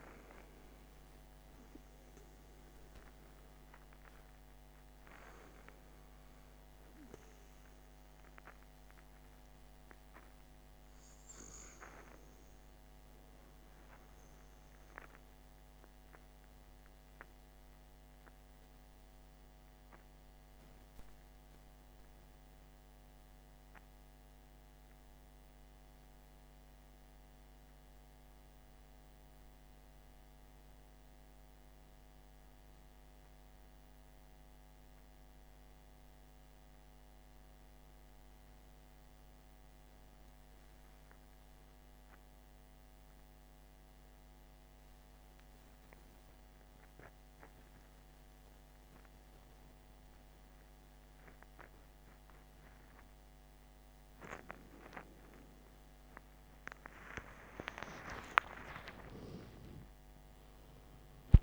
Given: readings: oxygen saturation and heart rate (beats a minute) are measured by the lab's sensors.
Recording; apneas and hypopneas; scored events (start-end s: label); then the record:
breathing in sleep by a microphone on the trachea; 1
16.00-53.00 s: mixed apnea (oxygen 94% before, 91% lowest, heart rate 61 before, 55 extreme, up 22 after)
31.50-61.43 s: new sleep stage, N2 (light sleep)
48.50-61.43 s: oxygen desaturation (device-marked, oxygen 98% before, 92% lowest, heart rate 66 before, 58 extreme)
55.00-59.00 s: arousal
From the record:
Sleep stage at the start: REM sleep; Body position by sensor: on the back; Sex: male